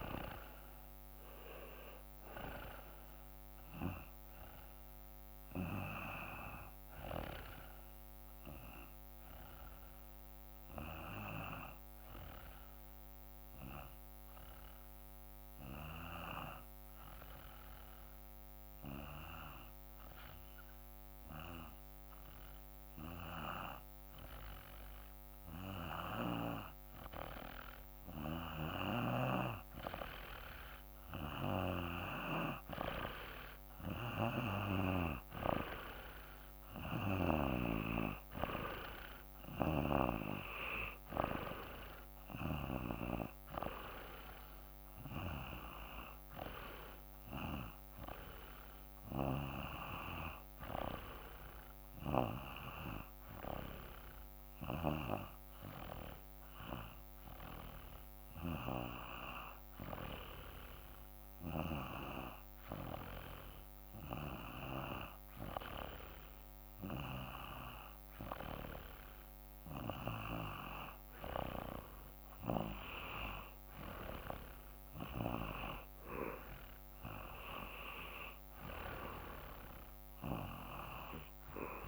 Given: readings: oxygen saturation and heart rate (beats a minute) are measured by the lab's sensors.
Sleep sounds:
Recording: breathing in sleep by a microphone on the trachea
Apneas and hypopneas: 2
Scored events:
0.00-7.00 s: oxygen desaturation (device-marked, oxygen 88% lowest, heart rate 53 extreme)
11.50-27.50 s: hypopnea (oxygen 95% before, 90% lowest, heart rate 57 before, 53 extreme, up 4 after)
29.00-45.00 s: drop in pulse transit time (device-marked, heart rate 54 before, 56 extreme)
29.50-33.50 s: arousal
30.00-53.00 s: oxygen desaturation (device-marked, oxygen 96% before, 90% lowest, heart rate 54 before, 55 extreme)
39.50-43.00 s: snoring (device-marked)
54.50-67.50 s: hypopnea (oxygen 96% before, 91% lowest, heart rate 58 before, 54 extreme, up 2 after)
70.00-75.50 s: arousal
From the record:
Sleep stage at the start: N2 (light sleep)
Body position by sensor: on the back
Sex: male

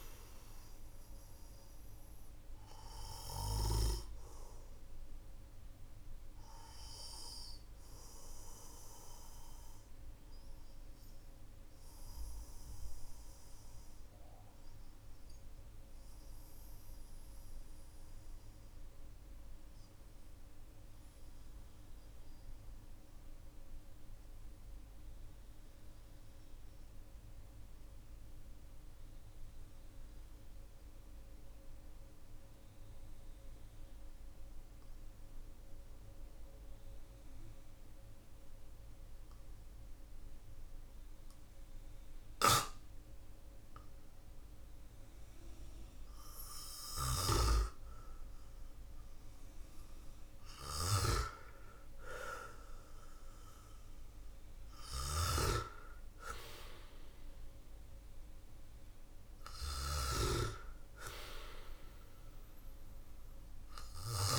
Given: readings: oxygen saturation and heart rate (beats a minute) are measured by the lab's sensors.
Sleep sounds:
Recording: breathing in sleep by a room microphone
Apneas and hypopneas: 1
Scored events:
0.00-3.00 s: snoring (device-marked)
3.00-48.50 s: obstructive apnea (oxygen 99% before, 93% lowest, heart rate 53 before, 45 extreme, up 8 after)
49.50-54.00 s: arousal
50.00-64.00 s: snoring (device-marked)
From the record:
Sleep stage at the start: N2 (light sleep)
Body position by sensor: on the back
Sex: male

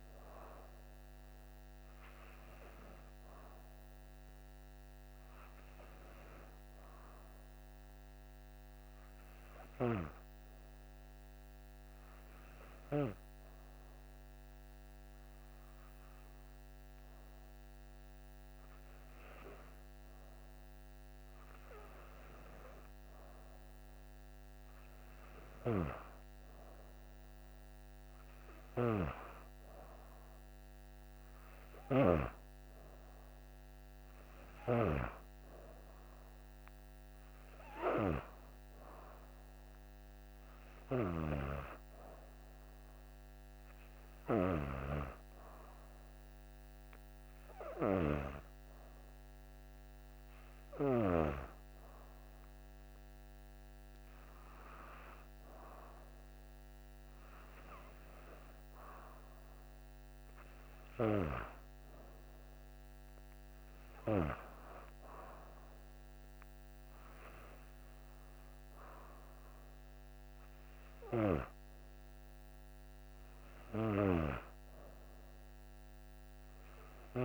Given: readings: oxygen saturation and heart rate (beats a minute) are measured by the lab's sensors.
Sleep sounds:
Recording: breathing in sleep by a microphone on the trachea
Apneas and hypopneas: 2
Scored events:
0.00-16.50 s: oxygen desaturation (device-marked, oxygen 89% lowest, heart rate 58 extreme)
3.50-24.00 s: hypopnea (oxygen 94% before, 89% lowest, heart rate 66 before, 58 extreme, up 7 after)
26.00-31.00 s: arousal
34.50-48.50 s: oxygen desaturation (device-marked, oxygen 95% before, 91% lowest, heart rate 62 before, 61 extreme)
43.50-56.00 s: hypopnea (oxygen 95% before, 91% lowest, heart rate 63 before, 61 extreme, up 5 after)
58.50-63.00 s: arousal
From the record:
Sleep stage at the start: N2 (light sleep)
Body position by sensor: on the back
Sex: female

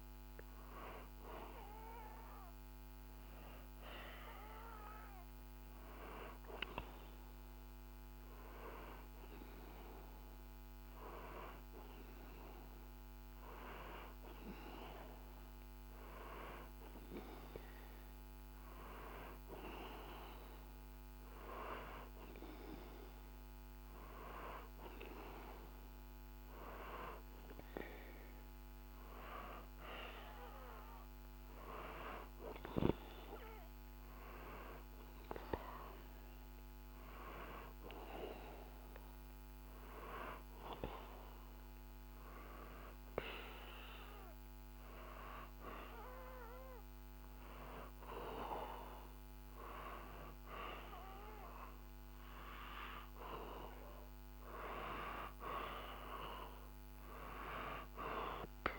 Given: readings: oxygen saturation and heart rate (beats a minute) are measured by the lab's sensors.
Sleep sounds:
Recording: breathing in sleep by a microphone on the trachea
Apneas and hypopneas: none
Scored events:
none scored
From the record:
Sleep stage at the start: N2 (light sleep)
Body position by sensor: on the back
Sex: male

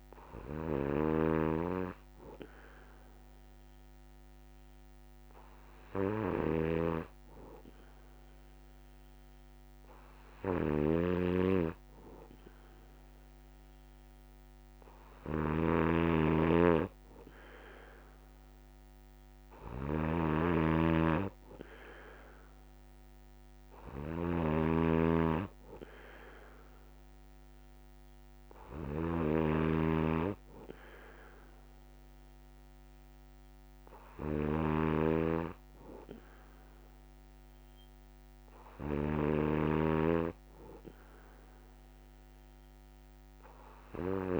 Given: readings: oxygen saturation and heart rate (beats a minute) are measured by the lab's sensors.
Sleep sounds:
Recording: breathing in sleep by a microphone on the trachea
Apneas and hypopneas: none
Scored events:
0.00-44.40 s: snoring (device-marked)
From the record:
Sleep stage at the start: N3 (deep sleep)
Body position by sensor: on the back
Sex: male

